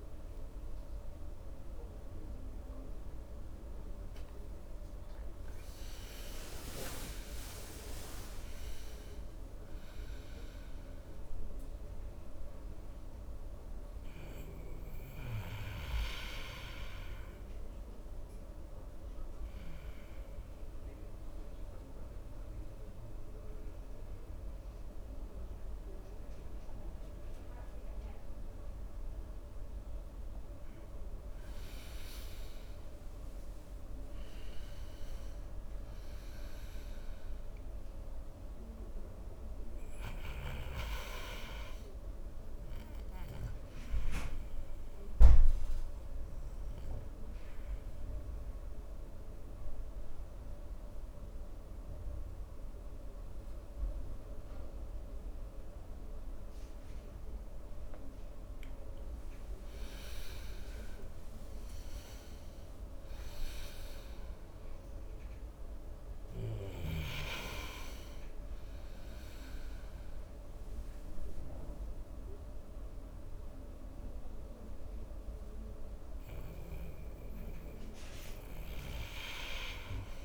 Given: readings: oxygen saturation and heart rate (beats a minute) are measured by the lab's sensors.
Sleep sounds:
breathing in sleep by a room microphone; 2
7.50-12.50 s: arousal
15.50-32.00 s: mixed apnea (oxygen 98% before, 94% lowest, heart rate 82 before, 62 extreme, up 13 after)
33.00-36.00 s: arousal
48.50-59.50 s: obstructive apnea (oxygen 98% before, 93% lowest, heart rate 73 before, 62 extreme, up 18 after)
58.50-75.50 s: oxygen desaturation (device-marked, oxygen 97% before, 94% lowest, heart rate 71 before, 69 extreme)
60.50-65.00 s: arousal
From the record:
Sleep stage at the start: N2 (light sleep); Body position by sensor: on the right side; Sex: male

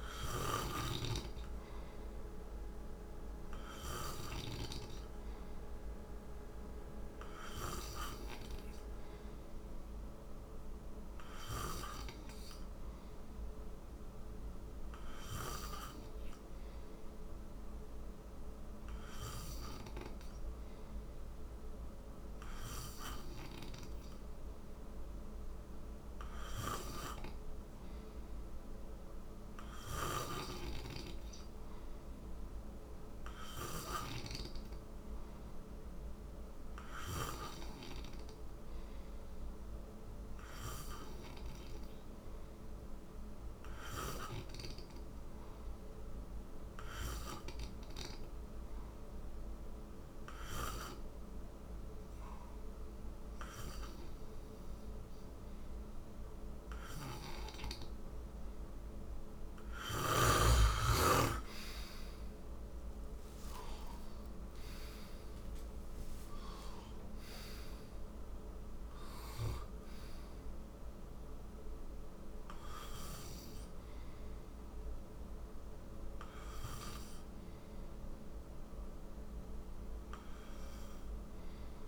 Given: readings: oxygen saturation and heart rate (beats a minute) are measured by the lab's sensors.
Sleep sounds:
breathing in sleep by a room microphone; 1
0.00-4.00 s: snoring (device-marked)
32.00-59.00 s: hypopnea (oxygen 96% before, 91% lowest, heart rate 58 before, 52 extreme, up 43 after)
59.00-63.50 s: snoring (device-marked)
60.50-66.00 s: arousal
From the record:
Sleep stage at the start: N2 (light sleep); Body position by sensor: on the right side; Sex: male

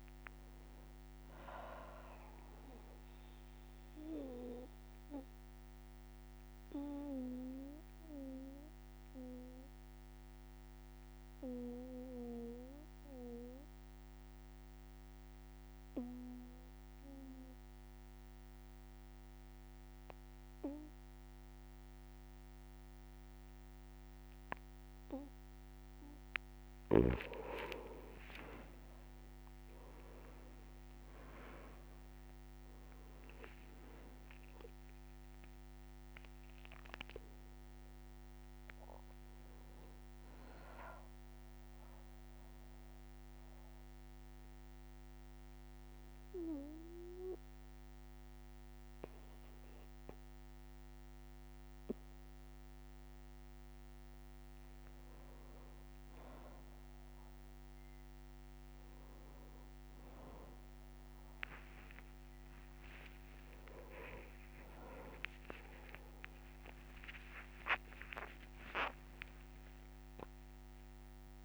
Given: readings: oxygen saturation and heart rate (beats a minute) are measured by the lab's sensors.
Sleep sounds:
breathing in sleep by a microphone on the trachea; 2
0.00-4.50 s: oxygen desaturation (device-marked, oxygen 93% lowest, heart rate 60 extreme)
4.00-25.00 s: obstructive apnea (oxygen 98% before, 91% lowest, heart rate 63 before, 60 extreme, up 12 after)
23.50-52.50 s: oxygen desaturation (device-marked, oxygen 98% before, 91% lowest, heart rate 61 before, 60 extreme)
27.50-29.50 s: long interval between heartbeats (device-marked, heart rate 61 before, 70 extreme)
27.50-33.00 s: arousal
42.00-53.50 s: obstructive apnea (oxygen 98% before, 91% lowest, heart rate 66 before, 60 extreme, up 3 after)
61.50-63.50 s: long interval between heartbeats (device-marked, heart rate 62 before, 73 extreme)
63.00-68.00 s: arousal
63.50-65.50 s: long interval between heartbeats (device-marked, heart rate 63 before, 82 extreme)
64.50-68.50 s: tachycardia (device-marked, heart rate 64 before, 102 extreme)
65.50-67.50 s: long interval between heartbeats (device-marked, heart rate 65 before, 91 extreme)
68.50-70.50 s: long interval between heartbeats (device-marked, heart rate 70 before, 102 extreme)
From the record:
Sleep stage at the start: N2 (light sleep); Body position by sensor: on the back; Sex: male

